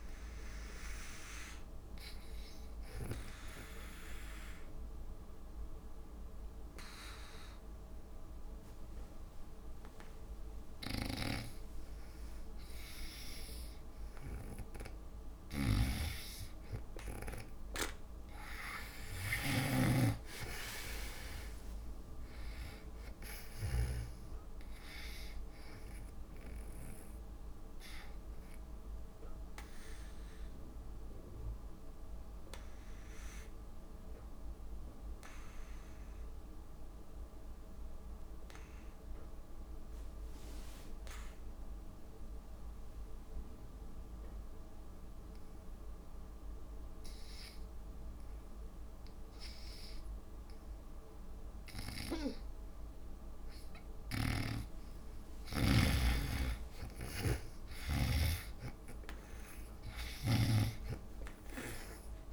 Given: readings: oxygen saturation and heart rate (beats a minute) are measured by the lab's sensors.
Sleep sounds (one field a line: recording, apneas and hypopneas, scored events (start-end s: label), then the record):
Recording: breathing in sleep by a room microphone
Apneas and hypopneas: 2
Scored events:
3.00-13.50 s: obstructive apnea (oxygen 96% before, 81% lowest)
11.00-24.50 s: snoring (device-marked)
16.00-20.00 s: arousal
18.50-40.50 s: oxygen desaturation (device-marked, oxygen 96% before, 88% lowest)
22.00-24.00 s: long interval between heartbeats (device-marked)
31.00-51.50 s: obstructive apnea (oxygen 96% before, 81% lowest)
53.50-56.00 s: arousal
53.50-62.33 s: oxygen desaturation (device-marked, oxygen 98% before, 81% lowest)
54.50-61.00 s: snoring (device-marked)
From the record:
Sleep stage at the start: N2 (light sleep)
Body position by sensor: on the back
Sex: female